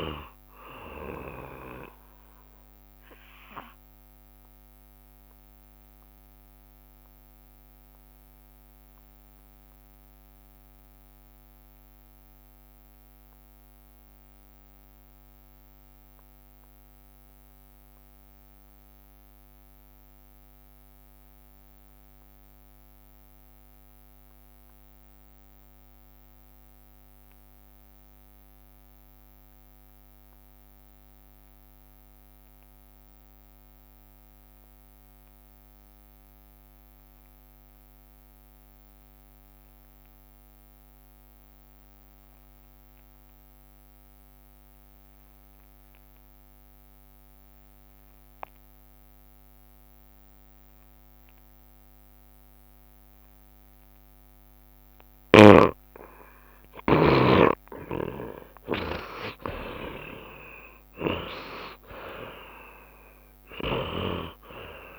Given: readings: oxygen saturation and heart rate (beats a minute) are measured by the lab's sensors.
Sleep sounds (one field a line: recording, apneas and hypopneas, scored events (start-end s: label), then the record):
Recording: breathing in sleep by a microphone on the trachea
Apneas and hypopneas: 1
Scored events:
0.00-17.00 s: oxygen desaturation (device-marked, oxygen 70% lowest, heart rate 67 extreme)
3.00-53.50 s: obstructive apnea (oxygen 93% before, 70% lowest, heart rate 73 before, 67 extreme, up 3 after)
27.00-64.99 s: oxygen desaturation (device-marked, oxygen 93% before, 70% lowest, heart rate 68 before, 67 extreme)
57.00-61.50 s: arousal
From the record:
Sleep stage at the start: N2 (light sleep)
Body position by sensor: on the back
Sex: male